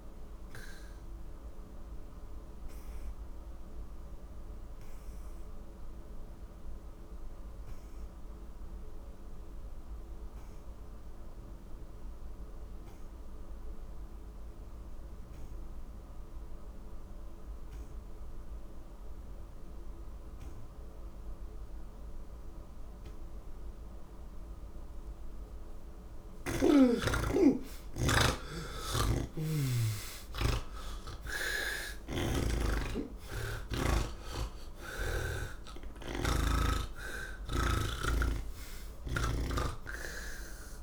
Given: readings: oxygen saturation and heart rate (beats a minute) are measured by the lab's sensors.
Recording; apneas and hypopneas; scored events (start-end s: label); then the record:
breathing in sleep by a room microphone; none
0.00-16.00 s: oxygen desaturation (device-marked, oxygen 85% lowest)
28.50-35.00 s: snoring (device-marked)
From the record:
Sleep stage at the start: N1 (lightest sleep); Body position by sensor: on the back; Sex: male